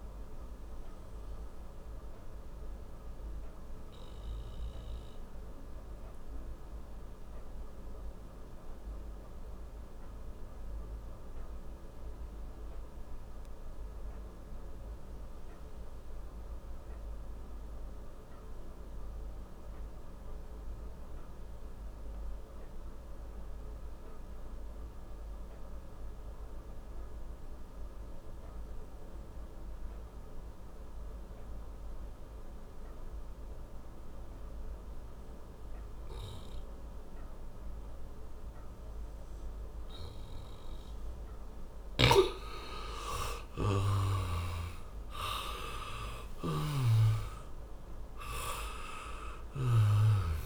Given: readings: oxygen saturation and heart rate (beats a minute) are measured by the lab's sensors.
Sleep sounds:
breathing in sleep by a room microphone; 1
0.50-39.00 s: obstructive apnea (oxygen 98% before, 86% lowest, heart rate 47 before, 27 extreme, up 22 after)
1.50-18.50 s: oxygen desaturation (device-marked, oxygen 95% before, 87% lowest, heart rate 45 before, 56 extreme)
41.50-50.46 s: oxygen desaturation (device-marked, oxygen 97% before, 86% lowest, heart rate 66 before, 27 extreme)
42.00-47.00 s: arousal
From the record:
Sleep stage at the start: N2 (light sleep); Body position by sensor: on the back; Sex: male

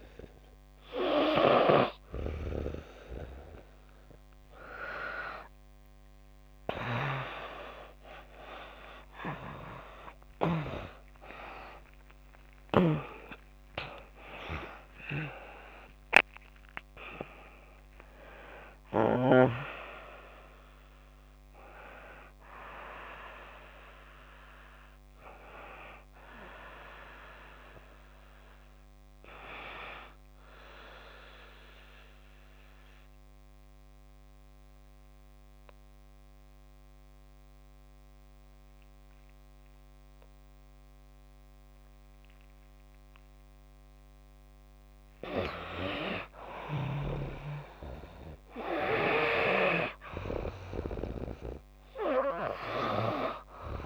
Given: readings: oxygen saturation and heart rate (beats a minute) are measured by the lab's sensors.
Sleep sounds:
breathing in sleep by a microphone on the trachea; 1
0.00-25.50 s: oxygen desaturation (device-marked, oxygen 74% lowest)
9.00-13.00 s: arousal
30.50-44.50 s: obstructive apnea (oxygen 98% before, 90% lowest)
46.50-50.00 s: arousal
52.50-53.85 s: oxygen desaturation (device-marked, oxygen 98% before, 92% lowest)
From the record:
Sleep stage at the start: N2 (light sleep); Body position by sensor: on the back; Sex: female

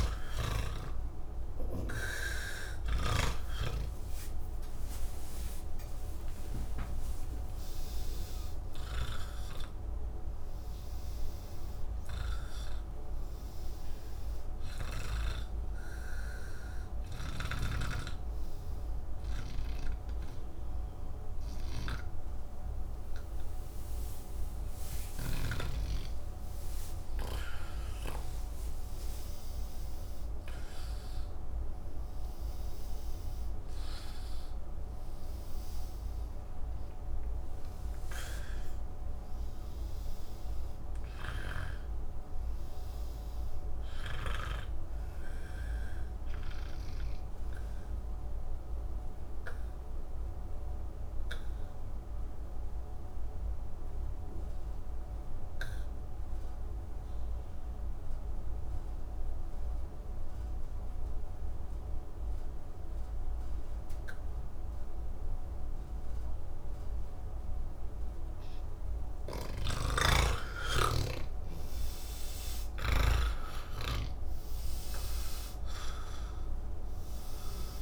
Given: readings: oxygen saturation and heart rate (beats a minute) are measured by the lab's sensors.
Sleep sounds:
breathing in sleep by a room microphone; 2
0.00-2.00 s: snoring (device-marked)
0.00-25.50 s: oxygen desaturation (device-marked, oxygen 80% lowest, heart rate 63 extreme)
15.50-26.50 s: obstructive apnea (oxygen 98% before, 80% lowest, heart rate 100 before, 79 extreme, up 36 after)
17.50-25.50 s: snoring (device-marked)
46.00-69.50 s: obstructive apnea (oxygen 98% before, 85% lowest, heart rate 105 before, 28 extreme, up 4 after)
63.50-77.82 s: oxygen desaturation (device-marked, oxygen 97% before, 85% lowest, heart rate 89 before, 28 extreme)
69.00-73.00 s: snoring (device-marked)
From the record:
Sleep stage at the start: N2 (light sleep); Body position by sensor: on the back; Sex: male

